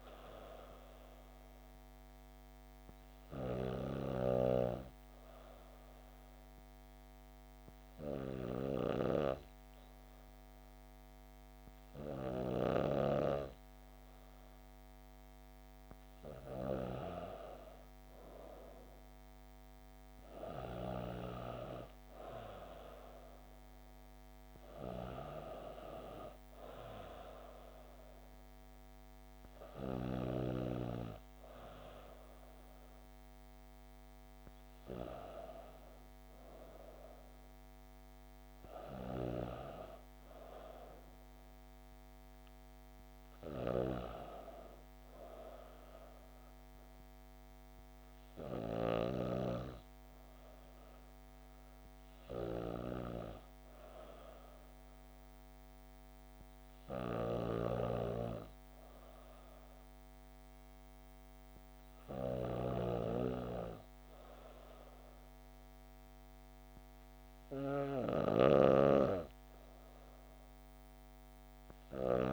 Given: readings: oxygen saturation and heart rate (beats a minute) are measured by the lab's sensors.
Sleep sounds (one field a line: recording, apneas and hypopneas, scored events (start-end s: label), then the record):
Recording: breathing in sleep by a microphone on the trachea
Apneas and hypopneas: 1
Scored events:
1.00-14.50 s: hypopnea (oxygen 96% before, 94% lowest, heart rate 66 before, 61 extreme, up 8 after)
17.00-20.00 s: arousal
From the record:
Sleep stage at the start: N2 (light sleep)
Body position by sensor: on the back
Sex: female